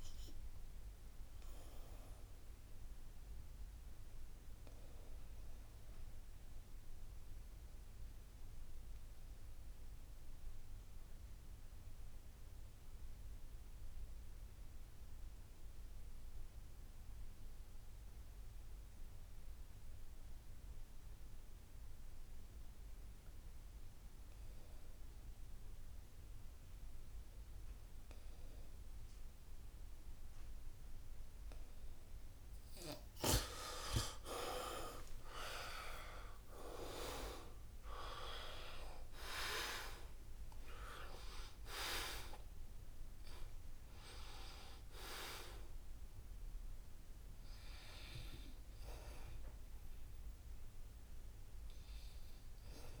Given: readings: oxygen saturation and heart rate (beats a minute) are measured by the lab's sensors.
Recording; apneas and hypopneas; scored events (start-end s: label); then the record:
breathing in sleep by a room microphone; 1
0.00-19.00 s: oxygen desaturation (device-marked, oxygen 80% lowest, heart rate 66 extreme)
4.50-32.00 s: obstructive apnea (oxygen 96% before, 77% lowest, heart rate 72 before, 64 extreme, up 11 after)
7.00-9.00 s: long interval between heartbeats (device-marked, heart rate 72 before, 69 extreme)
13.00-15.00 s: long interval between heartbeats (device-marked, heart rate 72 before, 66 extreme)
24.00-53.00 s: oxygen desaturation (device-marked, oxygen 95% before, 77% lowest, heart rate 70 before, 64 extreme)
35.50-39.00 s: arousal
From the record:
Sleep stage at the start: N2 (light sleep); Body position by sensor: on the back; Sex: male